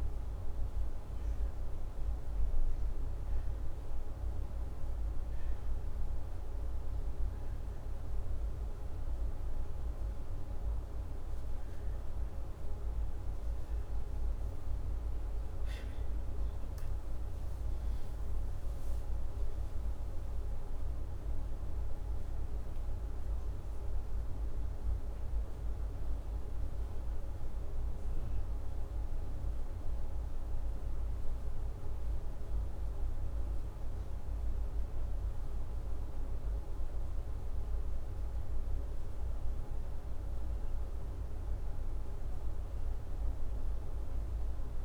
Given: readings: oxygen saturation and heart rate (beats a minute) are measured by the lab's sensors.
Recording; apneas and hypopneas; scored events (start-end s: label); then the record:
breathing in sleep, hard to hear, by a room microphone; 1
7.50-17.50 s: hypopnea (oxygen 97% before, 95% lowest, heart rate 83 before, 80 extreme, up 3 after)
18.00-22.00 s: arousal
From the record:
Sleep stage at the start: N2 (light sleep); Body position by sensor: upright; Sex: male